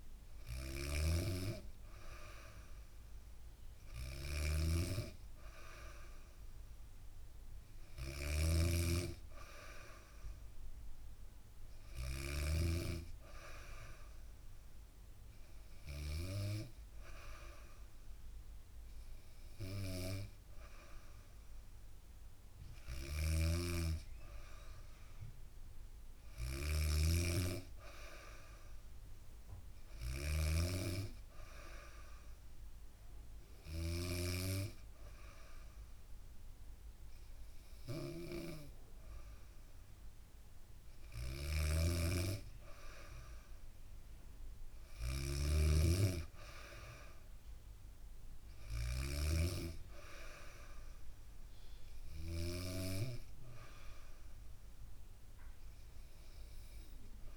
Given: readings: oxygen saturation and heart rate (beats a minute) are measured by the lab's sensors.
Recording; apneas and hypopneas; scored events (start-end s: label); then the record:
breathing in sleep by a room microphone; none
0.00-12.00 s: snoring (device-marked)
22.00-52.00 s: snoring (device-marked)
From the record:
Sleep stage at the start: N2 (light sleep); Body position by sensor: on the back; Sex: female